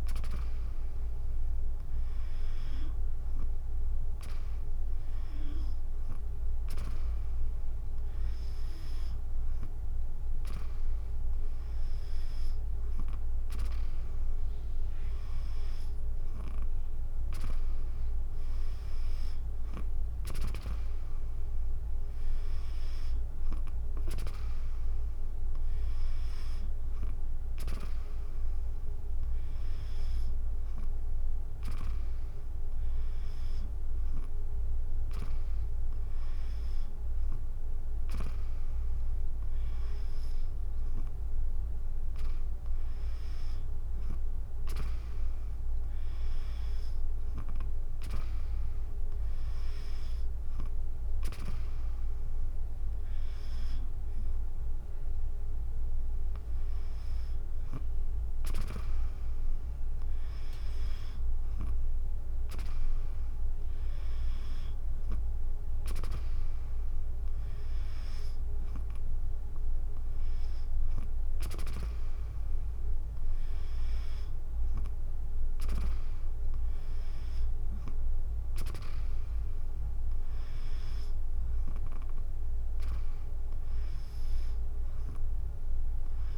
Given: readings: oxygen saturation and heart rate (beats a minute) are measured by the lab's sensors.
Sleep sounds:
breathing in sleep by a room microphone; none
none scored
From the record:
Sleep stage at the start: N2 (light sleep); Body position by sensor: on the back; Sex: female

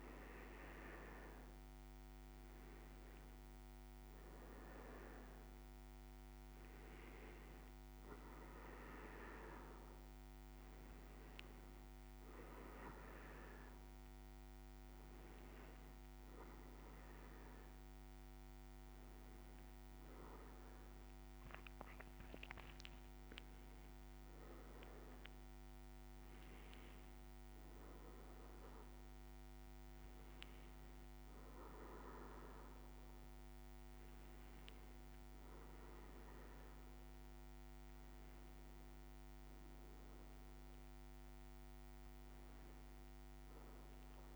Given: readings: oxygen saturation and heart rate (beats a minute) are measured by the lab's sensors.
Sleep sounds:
breathing in sleep by a microphone on the trachea; none
0.00-16.00 s: oxygen desaturation (device-marked, oxygen 93% lowest, heart rate 54 extreme)
20.50-24.00 s: leg movement (device-marked)
From the record:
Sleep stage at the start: N2 (light sleep); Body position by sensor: on the back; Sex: male

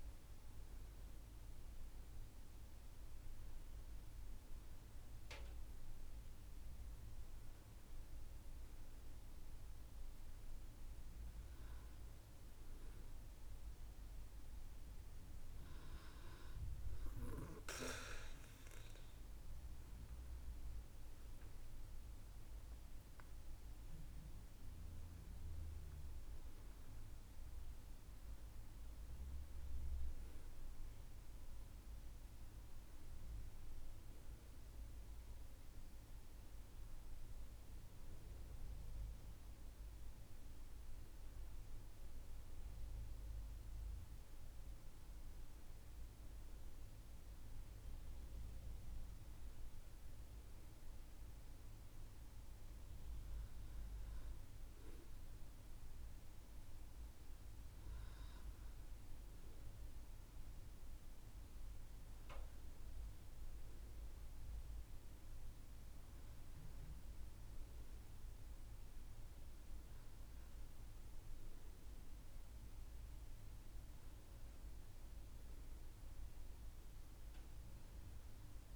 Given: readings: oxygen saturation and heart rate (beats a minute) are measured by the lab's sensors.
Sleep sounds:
breathing in sleep, hard to hear, by a room microphone; none
none scored
From the record:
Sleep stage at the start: N2 (light sleep); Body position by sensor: on the back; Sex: female

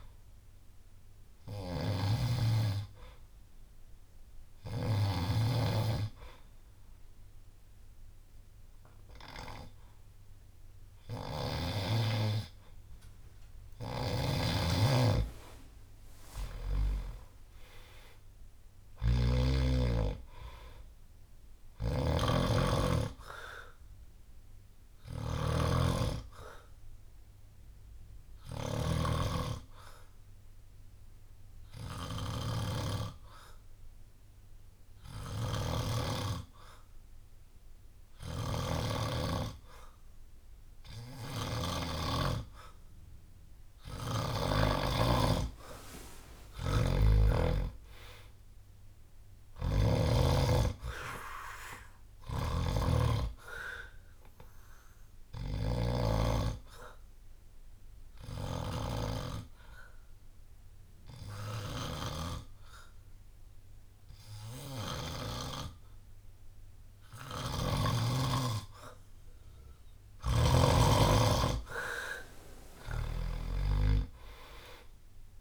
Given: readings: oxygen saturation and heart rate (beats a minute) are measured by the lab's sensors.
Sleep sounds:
breathing in sleep by a room microphone; 3
0.00-2.00 s: bradycardia (device-marked, heart rate 57 extreme)
0.00-5.00 s: snoring (device-marked)
0.50-13.00 s: hypopnea (oxygen 97% before, 92% lowest, heart rate 62 before, 59 extreme, up 11 after)
8.00-24.00 s: drop in pulse transit time (device-marked, heart rate 61 before, 61 extreme)
13.50-41.50 s: snoring (device-marked)
16.00-19.50 s: arousal
27.50-42.00 s: obstructive apnea (oxygen 96% before, 91% lowest, heart rate 66 before, 59 extreme, up 9 after)
28.00-31.00 s: bradycardia (device-marked, heart rate 64 before, 60 extreme)
45.50-49.50 s: arousal
46.00-75.41 s: snoring (device-marked)
54.50-68.00 s: obstructive apnea (oxygen 97% before, 91% lowest, heart rate 64 before, 56 extreme, up 7 after)
72.50-75.41 s: arousal
From the record:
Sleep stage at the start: N2 (light sleep); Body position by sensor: on the back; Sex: male

